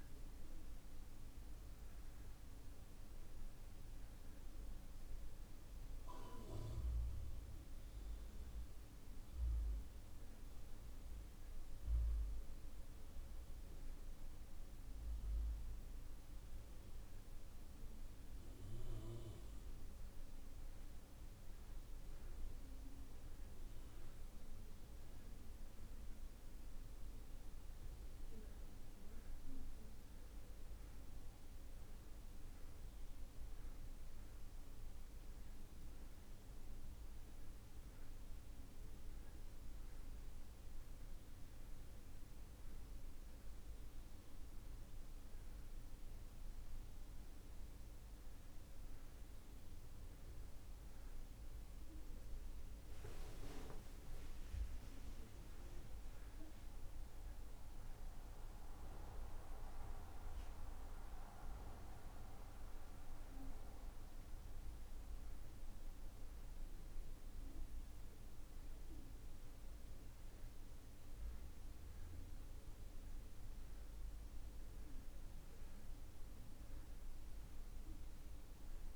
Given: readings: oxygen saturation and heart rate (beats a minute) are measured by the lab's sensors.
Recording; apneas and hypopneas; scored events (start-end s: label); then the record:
breathing in sleep, hard to hear, by a room microphone; none
none scored
From the record:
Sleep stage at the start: N2 (light sleep); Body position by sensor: on the back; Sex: male